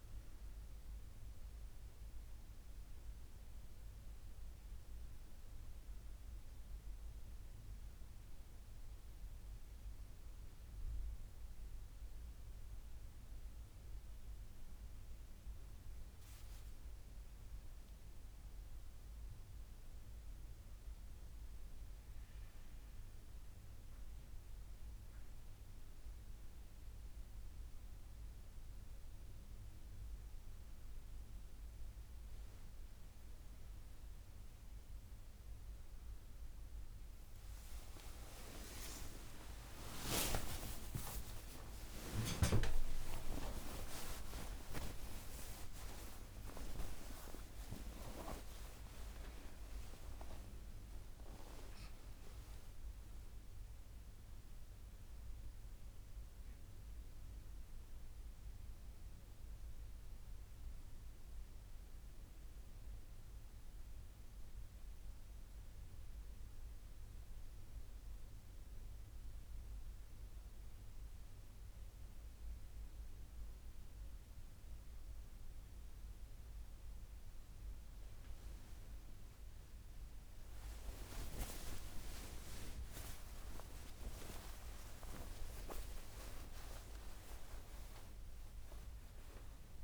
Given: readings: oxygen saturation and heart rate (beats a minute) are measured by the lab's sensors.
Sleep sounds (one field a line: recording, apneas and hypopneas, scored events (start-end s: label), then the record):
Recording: breathing in sleep by a room microphone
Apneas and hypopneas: none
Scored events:
0.00-3.00 s: drop in pulse transit time (device-marked, heart rate 79 extreme)
36.00-50.00 s: tachycardia (device-marked, heart rate 83 before, 188 extreme)
38.00-59.00 s: drop in pulse transit time (device-marked, heart rate 79 before, 89 extreme)
40.00-46.50 s: arousal
40.50-42.50 s: long interval between heartbeats (device-marked, heart rate 81 before, 126 extreme)
42.50-44.50 s: long interval between heartbeats (device-marked, heart rate 86 before, 160 extreme)
82.00-89.84 s: drop in pulse transit time (device-marked, heart rate 80 before, 84 extreme)
83.50-88.00 s: arousal
From the record:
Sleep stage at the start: N1 (lightest sleep)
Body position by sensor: on the right side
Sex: female